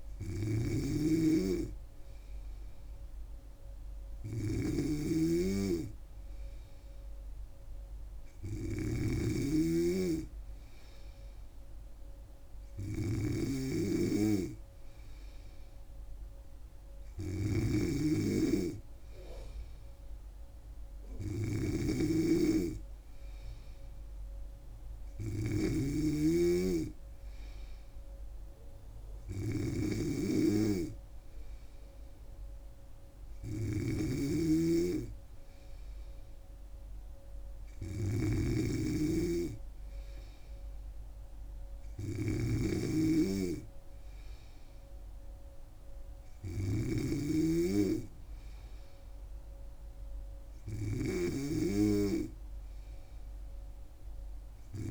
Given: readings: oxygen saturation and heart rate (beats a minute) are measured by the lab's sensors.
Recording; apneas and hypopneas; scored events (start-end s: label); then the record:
breathing in sleep by a room microphone; none
0.00-54.91 s: snoring (device-marked)
From the record:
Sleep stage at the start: N3 (deep sleep); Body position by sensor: on the back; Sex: female